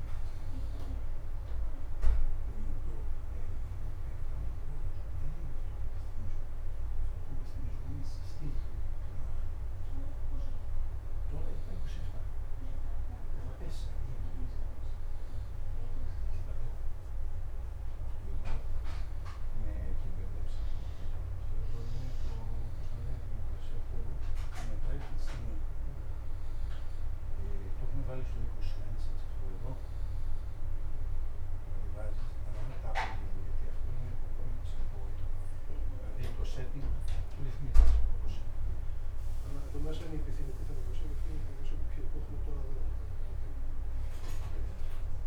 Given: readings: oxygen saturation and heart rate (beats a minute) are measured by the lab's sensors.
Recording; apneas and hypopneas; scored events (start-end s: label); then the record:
breathing in sleep by a room microphone; none
6.50-16.50 s: oxygen desaturation (device-marked, oxygen 95% before, 89% lowest, heart rate 37 before, 36 extreme)
41.00-45.00 s: arousal
From the record:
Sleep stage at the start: N2 (light sleep); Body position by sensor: on the back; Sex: male